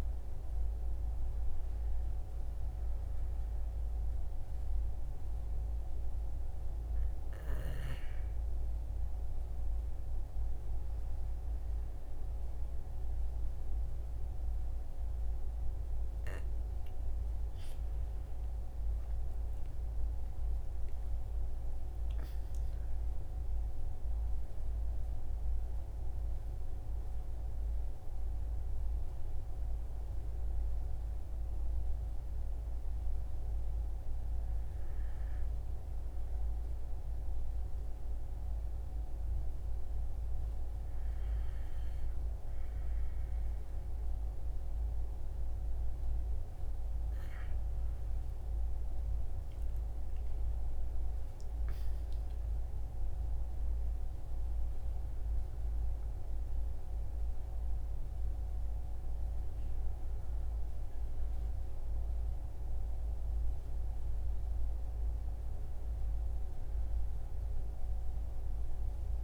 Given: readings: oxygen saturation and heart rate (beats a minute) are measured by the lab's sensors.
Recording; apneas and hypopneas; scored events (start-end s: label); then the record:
breathing in sleep, hard to hear, by a room microphone; 1
19.00-22.50 s: arousal
36.00-47.50 s: hypopnea (oxygen 97% before, 93% lowest, heart rate 70 before, 58 extreme, up 19 after)
49.00-52.50 s: arousal
From the record:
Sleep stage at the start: N2 (light sleep); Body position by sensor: on the right side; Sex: male